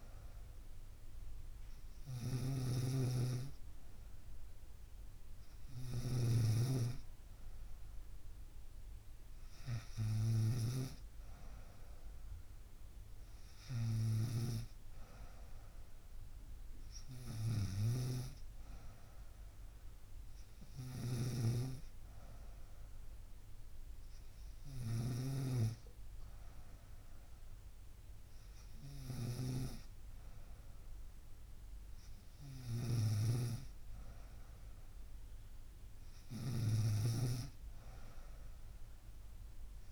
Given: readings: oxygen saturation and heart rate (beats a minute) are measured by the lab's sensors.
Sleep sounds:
breathing in sleep by a room microphone; none
0.00-39.92 s: snoring (device-marked)
From the record:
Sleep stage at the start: N3 (deep sleep); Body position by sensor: on the right side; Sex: female

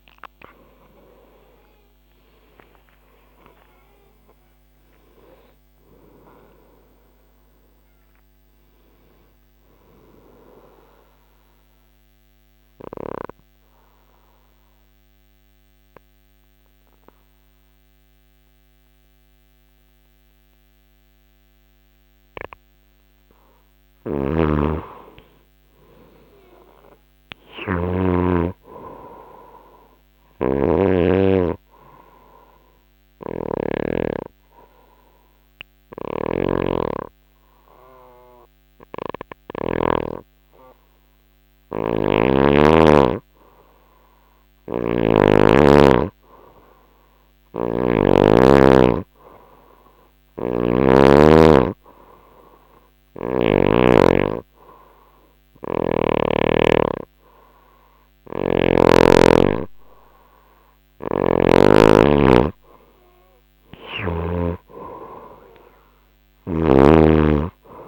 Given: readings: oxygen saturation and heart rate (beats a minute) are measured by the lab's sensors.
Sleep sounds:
breathing in sleep by a microphone on the trachea; 2
0.00-1.00 s: arousal
2.00-13.00 s: oxygen desaturation (device-marked, oxygen 97% before, 93% lowest, heart rate 70 before, 63 extreme)
10.50-22.00 s: obstructive apnea (oxygen 98% before, 94% lowest, heart rate 78 before, 63 extreme, up 6 after)
23.00-33.00 s: snoring (device-marked)
25.00-29.50 s: arousal
29.00-40.00 s: oxygen desaturation (device-marked, oxygen 98% before, 94% lowest, heart rate 68 before, 64 extreme)
32.50-43.50 s: hypopnea (oxygen 98% before, 94% lowest, heart rate 68 before, 64 extreme, up 1 after)
35.00-39.00 s: snoring (device-marked)
41.00-44.50 s: snoring (device-marked)
45.50-49.00 s: arousal
46.50-53.00 s: snoring (device-marked)
60.00-63.50 s: snoring (device-marked)
65.50-67.88 s: snoring (device-marked)
From the record:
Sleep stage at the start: N2 (light sleep); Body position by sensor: on the right side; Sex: female

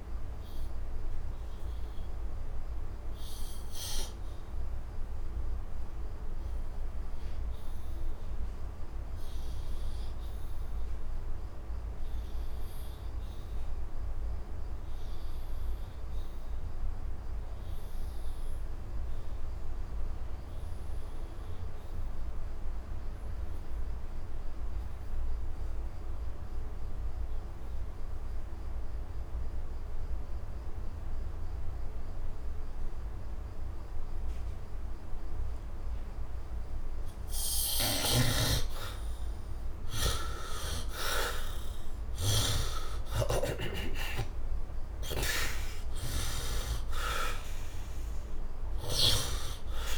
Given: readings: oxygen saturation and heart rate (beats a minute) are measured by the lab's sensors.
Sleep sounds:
breathing in sleep by a room microphone; 1
0.00-8.00 s: oxygen desaturation (device-marked, oxygen 67% lowest, heart rate 73 extreme)
0.50-35.50 s: obstructive apnea (oxygen 97% before, 63% lowest, heart rate 80 before, 73 extreme, up 10 after)
21.00-49.98 s: oxygen desaturation (device-marked, oxygen 100% before, 63% lowest, heart rate 76 before, 69 extreme)
37.50-42.50 s: snoring (device-marked)
38.00-43.00 s: arousal
From the record:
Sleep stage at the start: N2 (light sleep); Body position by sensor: on the right side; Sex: male

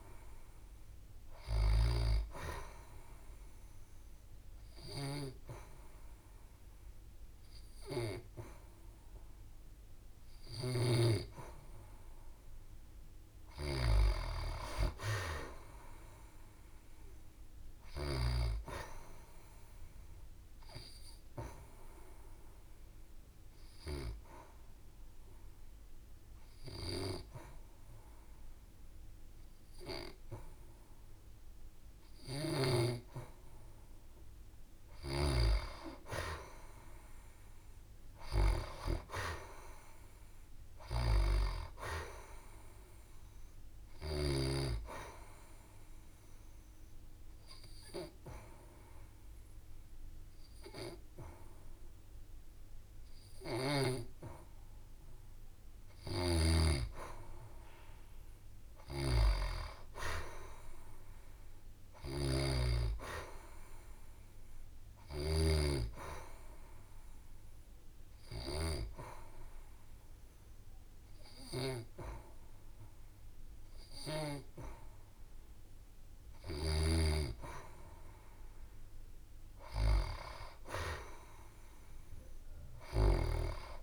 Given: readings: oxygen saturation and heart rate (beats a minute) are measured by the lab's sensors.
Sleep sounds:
breathing in sleep by a room microphone; 4
3.00-13.00 s: obstructive apnea (oxygen 93% before, 88% lowest, heart rate 71 before, 65 extreme, up 2 after)
13.50-17.00 s: arousal
20.50-33.00 s: obstructive apnea (oxygen 94% before, 88% lowest, heart rate 72 before, 65 extreme, up 6 after)
24.50-40.50 s: oxygen desaturation (device-marked, oxygen 94% before, 90% lowest, heart rate 71 before, 65 extreme)
35.00-39.00 s: arousal
44.50-55.50 s: obstructive apnea (oxygen 94% before, 88% lowest, heart rate 68 before, 67 extreme, up 3 after)
45.50-58.50 s: oxygen desaturation (device-marked, oxygen 94% before, 88% lowest, heart rate 68 before, 67 extreme)
59.00-63.00 s: arousal
66.50-76.50 s: obstructive apnea (oxygen 95% before, 90% lowest, heart rate 69 before, 67 extreme, up 0 after)
68.50-81.50 s: oxygen desaturation (device-marked, oxygen 95% before, 90% lowest, heart rate 69 before, 67 extreme)
79.50-83.00 s: arousal
From the record:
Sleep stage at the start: N2 (light sleep); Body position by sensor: on the back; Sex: female

